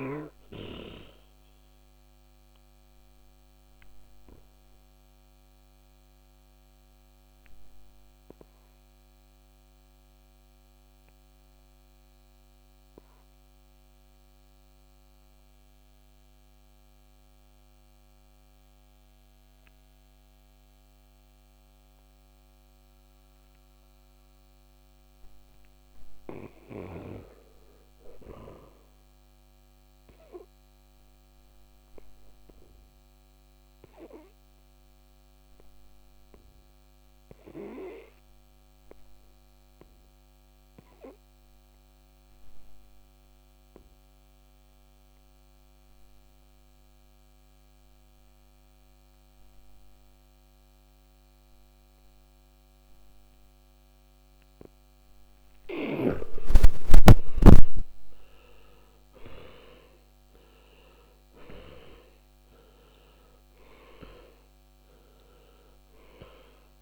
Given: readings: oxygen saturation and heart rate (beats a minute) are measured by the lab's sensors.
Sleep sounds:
breathing in sleep by a microphone on the trachea; 1
0.00-1.00 s: oxygen desaturation (device-marked, oxygen 95% lowest, heart rate 45 extreme)
1.00-55.00 s: obstructive apnea (oxygen 99% before, 75% lowest, heart rate 59 before, 45 extreme, up 22 after)
18.00-46.00 s: oxygen desaturation (device-marked, oxygen 96% before, 75% lowest, heart rate 53 before, 47 extreme)
56.50-62.00 s: arousal
From the record:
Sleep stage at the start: N2 (light sleep); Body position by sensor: on the back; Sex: male

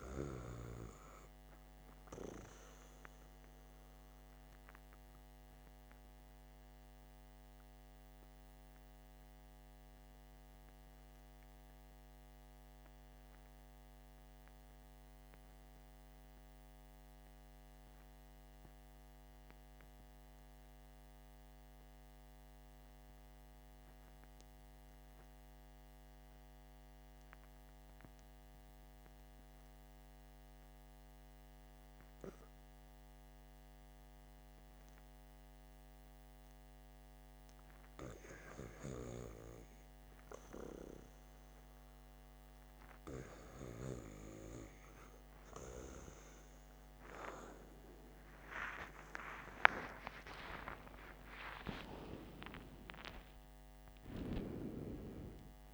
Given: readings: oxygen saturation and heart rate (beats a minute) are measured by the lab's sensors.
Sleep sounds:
breathing in sleep by a microphone on the trachea; 1
8.00-36.00 s: obstructive apnea (oxygen 97% before, 89% lowest, heart rate 55 before, 52 extreme, up 7 after)
23.50-41.50 s: oxygen desaturation (device-marked, oxygen 96% before, 89% lowest, heart rate 52 before, 54 extreme)
47.50-51.50 s: arousal
From the record:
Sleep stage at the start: REM sleep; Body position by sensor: on the back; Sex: male

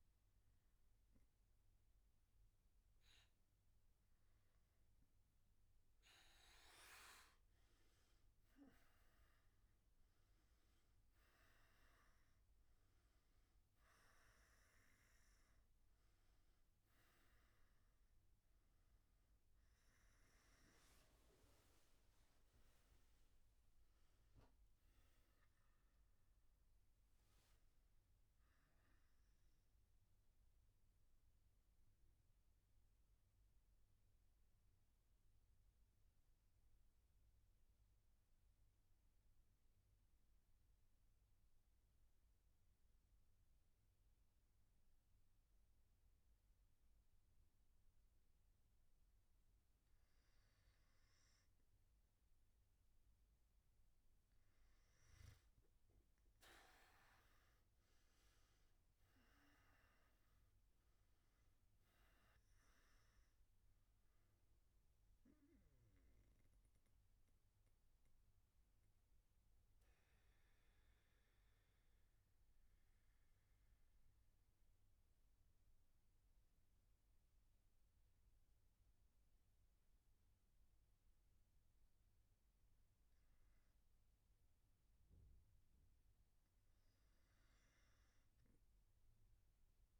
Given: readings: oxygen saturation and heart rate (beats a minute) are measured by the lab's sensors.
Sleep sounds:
breathing in sleep, hard to hear, by a room microphone; none
38.50-90.00 s: new sleep stage, N1 (lightest sleep)
52.50-69.50 s: oxygen desaturation (device-marked, oxygen 98% before, 93% lowest, heart rate 93 before, 57 extreme)
From the record:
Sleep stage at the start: N3 (deep sleep); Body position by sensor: on the back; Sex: male

